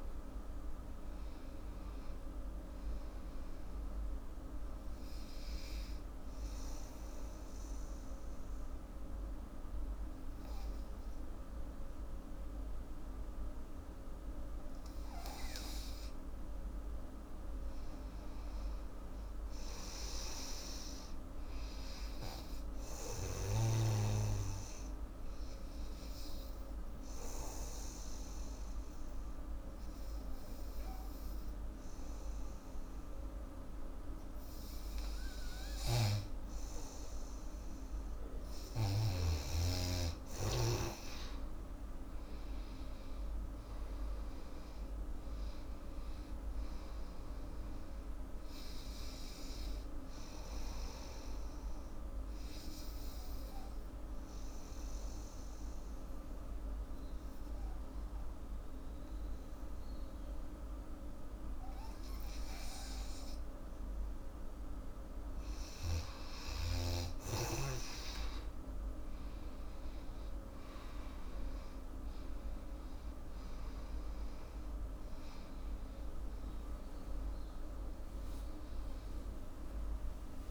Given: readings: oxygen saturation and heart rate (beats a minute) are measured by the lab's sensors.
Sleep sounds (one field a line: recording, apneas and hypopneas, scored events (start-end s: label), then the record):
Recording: breathing in sleep by a room microphone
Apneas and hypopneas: 3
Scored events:
0.00-15.50 s: oxygen desaturation (device-marked, oxygen 89% lowest, heart rate 70 extreme)
5.50-16.50 s: obstructive apnea (oxygen 97% before, 89% lowest, heart rate 79 before, 70 extreme, up 14 after)
19.00-23.00 s: arousal
22.50-32.50 s: oxygen desaturation (device-marked, oxygen 99% before, 92% lowest, heart rate 78 before, 70 extreme)
26.50-39.00 s: obstructive apnea (oxygen 99% before, 89% lowest, heart rate 78 before, 70 extreme, up 16 after)
35.50-39.00 s: snoring (device-marked)
41.50-58.50 s: oxygen desaturation (device-marked, oxygen 97% before, 92% lowest, heart rate 77 before, 76 extreme)
42.00-46.50 s: arousal
51.00-65.00 s: obstructive apnea (heart rate 77 before, 76 extreme, up 6 after)
68.00-71.50 s: arousal
68.50-80.50 s: oxygen desaturation (device-marked, oxygen 98% before, 89% lowest, heart rate 80 before, 65 extreme)
From the record:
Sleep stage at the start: N2 (light sleep)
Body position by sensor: on the back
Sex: female